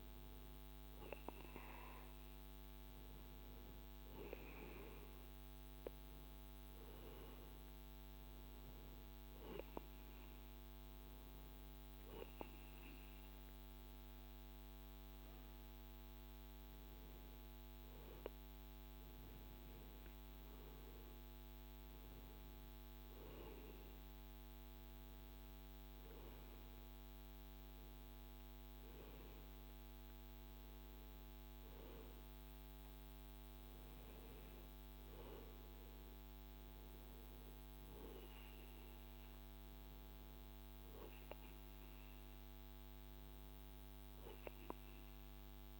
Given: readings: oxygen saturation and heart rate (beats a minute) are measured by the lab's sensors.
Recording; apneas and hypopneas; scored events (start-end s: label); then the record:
breathing in sleep by a microphone on the trachea; none
none scored
From the record:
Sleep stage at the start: N2 (light sleep); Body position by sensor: on the right side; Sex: male